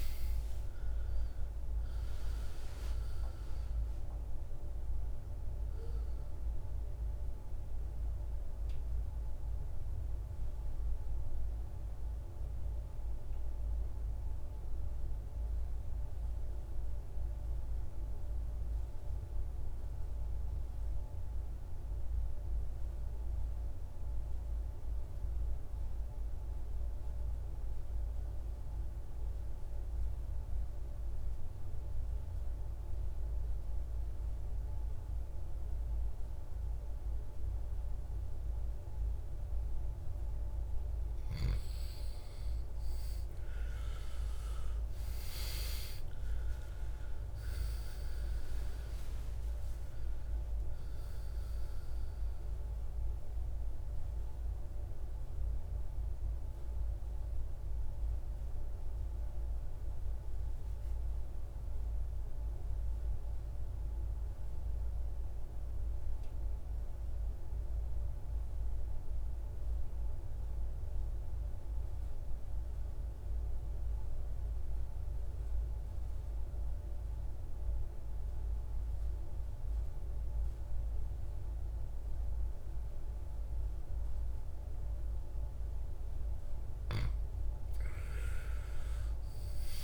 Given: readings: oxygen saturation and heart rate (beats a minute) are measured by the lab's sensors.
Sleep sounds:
breathing in sleep, hard to hear, by a room microphone; 2
0.00-17.50 s: oxygen desaturation (device-marked, oxygen 80% lowest, heart rate 55 extreme)
8.50-41.00 s: mixed apnea (oxygen 99% before, 79% lowest, heart rate 69 before, 55 extreme, up 21 after)
35.50-66.50 s: oxygen desaturation (device-marked, oxygen 99% before, 79% lowest, heart rate 56 before, 53 extreme)
45.00-49.00 s: arousal
56.00-85.50 s: mixed apnea (oxygen 99% before, 79% lowest, heart rate 66 before, 53 extreme, up 19 after)
82.50-89.84 s: oxygen desaturation (device-marked, oxygen 99% before, 80% lowest, heart rate 54 before, 51 extreme)
87.50-89.84 s: arousal
From the record:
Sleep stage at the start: N2 (light sleep); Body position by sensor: on the back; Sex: male

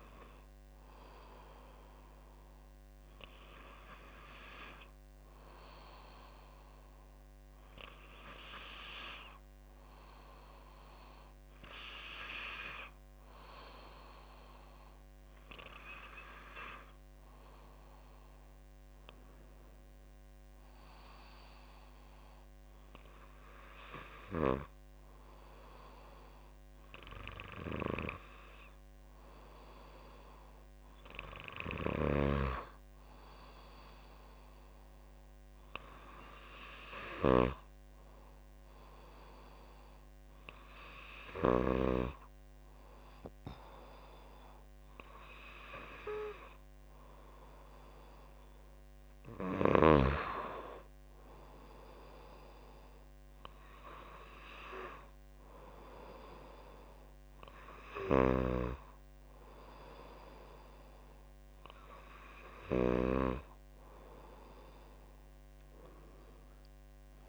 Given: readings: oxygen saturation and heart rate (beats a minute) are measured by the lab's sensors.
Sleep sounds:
breathing in sleep by a microphone on the trachea; none
none scored
From the record:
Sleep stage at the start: N2 (light sleep); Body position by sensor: on the back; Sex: female

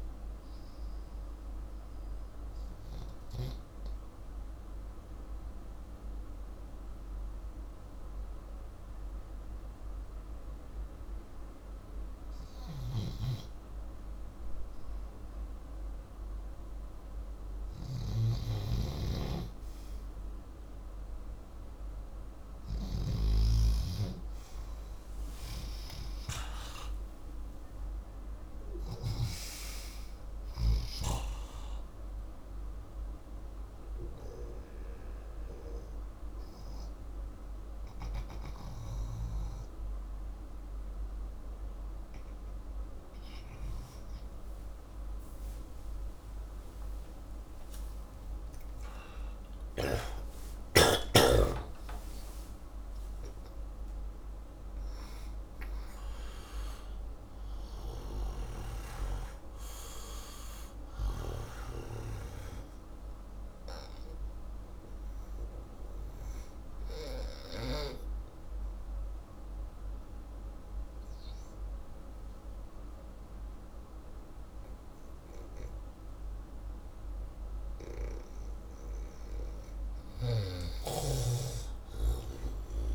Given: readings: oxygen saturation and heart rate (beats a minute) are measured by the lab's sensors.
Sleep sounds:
breathing in sleep by a room microphone; 3
2.50-15.00 s: hypopnea (oxygen 93% before, 88% lowest)
14.50-44.50 s: new sleep stage, N1 (lightest sleep)
18.00-22.50 s: snoring (device-marked)
23.00-28.00 s: arousal
34.50-46.00 s: hypopnea (oxygen 95% before, 88% lowest, heart rate 91 before, 37 extreme, up 19 after)
44.50-82.94 s: new sleep stage, N2 (light sleep)
47.50-53.00 s: arousal
63.50-76.00 s: obstructive apnea (oxygen 97% before, 88% lowest, heart rate 115 before, 50 extreme)
64.50-70.50 s: oxygen desaturation (device-marked, oxygen 96% before, 88% lowest, heart rate 110 before, 70 extreme)
78.50-82.50 s: arousal
From the record:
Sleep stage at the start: REM sleep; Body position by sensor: upright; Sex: male

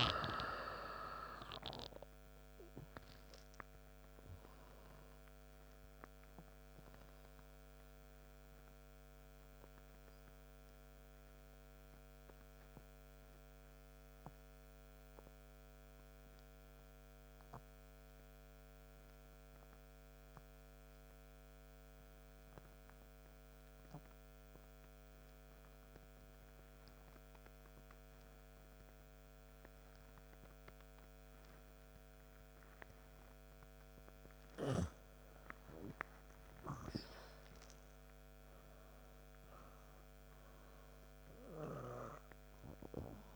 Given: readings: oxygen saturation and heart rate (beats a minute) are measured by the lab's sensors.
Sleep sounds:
breathing in sleep by a microphone on the trachea; 1
0.00-1.50 s: arousal
0.00-3.00 s: oxygen desaturation (device-marked, oxygen 87% lowest, heart rate 66 extreme)
10.50-33.00 s: obstructive apnea (oxygen 97% before, 87% lowest, heart rate 77 before, 62 extreme)
22.00-32.00 s: oxygen desaturation (device-marked, oxygen 97% before, 91% lowest, heart rate 80 before, 62 extreme)
35.50-40.00 s: arousal
From the record:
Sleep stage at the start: N2 (light sleep); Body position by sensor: on the right side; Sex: male

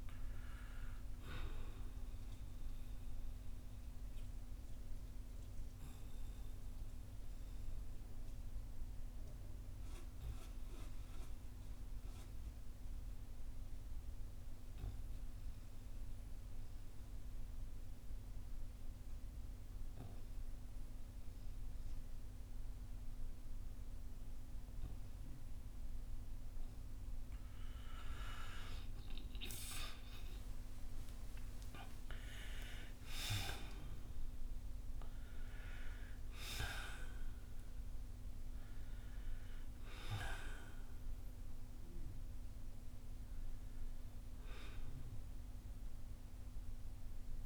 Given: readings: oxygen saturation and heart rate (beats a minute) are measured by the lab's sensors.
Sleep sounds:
breathing in sleep by a room microphone; 1
0.00-15.00 s: oxygen desaturation (device-marked, oxygen 93% lowest, heart rate 52 extreme)
4.00-27.50 s: obstructive apnea (oxygen 98% before, 89% lowest, heart rate 55 before, 50 extreme, up 17 after)
29.00-32.50 s: arousal
31.00-47.46 s: oxygen desaturation (device-marked, oxygen 95% before, 89% lowest, heart rate 54 before, 46 extreme)
From the record:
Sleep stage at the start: N2 (light sleep); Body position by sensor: on the back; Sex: male

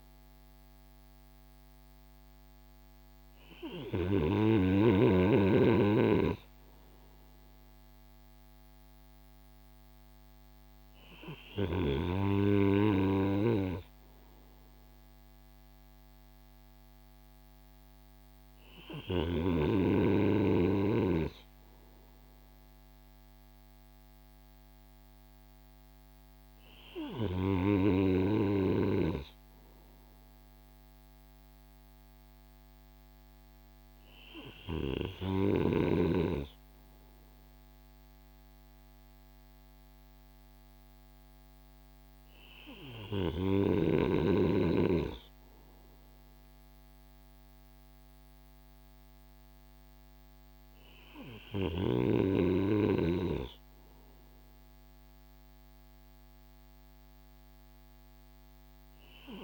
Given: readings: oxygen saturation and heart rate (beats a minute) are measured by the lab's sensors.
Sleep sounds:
breathing in sleep by a microphone on the trachea; none
none scored
From the record:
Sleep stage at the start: N2 (light sleep); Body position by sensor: on the right side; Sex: male

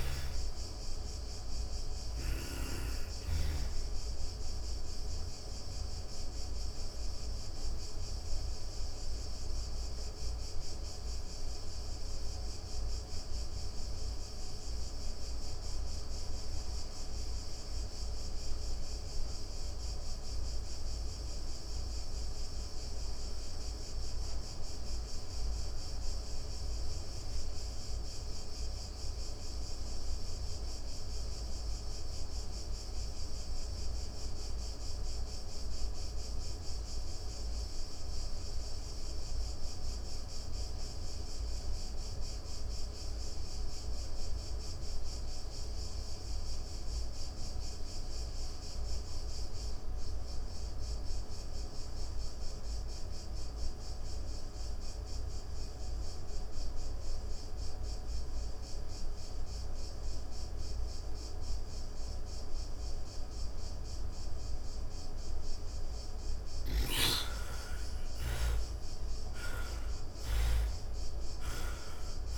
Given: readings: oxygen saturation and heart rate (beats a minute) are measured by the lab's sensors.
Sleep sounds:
breathing in sleep, hard to hear, by a room microphone; 1
0.00-2.50 s: snoring (device-marked)
1.00-22.00 s: oxygen desaturation (device-marked, oxygen 97% before, 79% lowest, heart rate 118 before, 86 extreme)
5.50-63.00 s: obstructive apnea (oxygen 99% before, 55% lowest, heart rate 123 before, 86 extreme, up 15 after)
41.00-65.00 s: oxygen desaturation (device-marked, oxygen 96% before, 74% lowest, heart rate 122 before, 92 extreme)
65.50-69.50 s: arousal
70.00-72.38 s: oxygen desaturation (device-marked, oxygen 89% before, 55% lowest, heart rate 105 before, 93 extreme)
From the record:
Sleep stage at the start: N2 (light sleep); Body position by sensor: on the back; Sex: female

